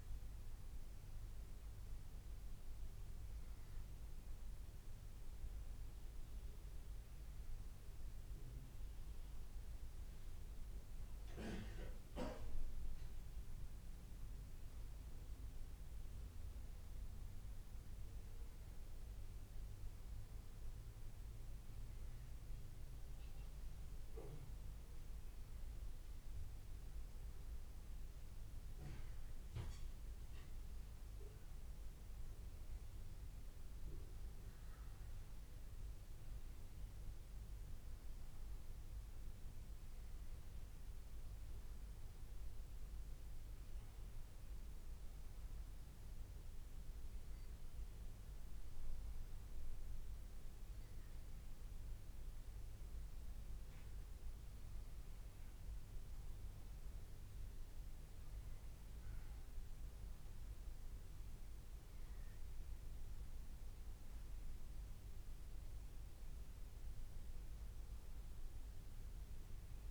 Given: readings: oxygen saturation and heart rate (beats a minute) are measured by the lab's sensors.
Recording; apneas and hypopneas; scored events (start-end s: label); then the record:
breathing in sleep, hard to hear, by a room microphone; none
5.50-69.91 s: new sleep stage, N1 (lightest sleep)
From the record:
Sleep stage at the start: N2 (light sleep); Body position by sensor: on the back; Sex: male